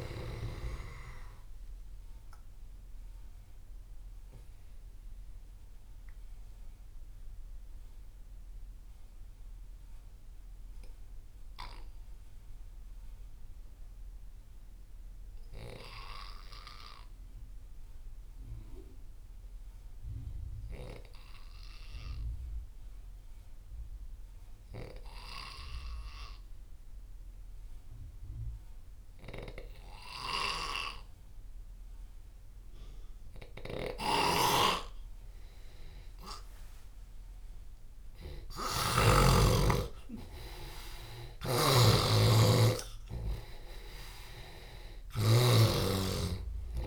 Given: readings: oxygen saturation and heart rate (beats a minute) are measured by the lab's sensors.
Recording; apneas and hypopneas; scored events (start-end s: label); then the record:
breathing in sleep by a room microphone; 1
0.00-18.50 s: oxygen desaturation (device-marked, oxygen 89% lowest)
2.00-34.00 s: obstructive apnea (oxygen 99% before, 87% lowest)
30.00-39.00 s: snoring (device-marked)
30.50-46.86 s: oxygen desaturation (device-marked, oxygen 98% before, 87% lowest)
37.00-40.50 s: arousal
41.00-46.86 s: snoring (device-marked)
From the record:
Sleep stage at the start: N2 (light sleep); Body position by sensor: on the left side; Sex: male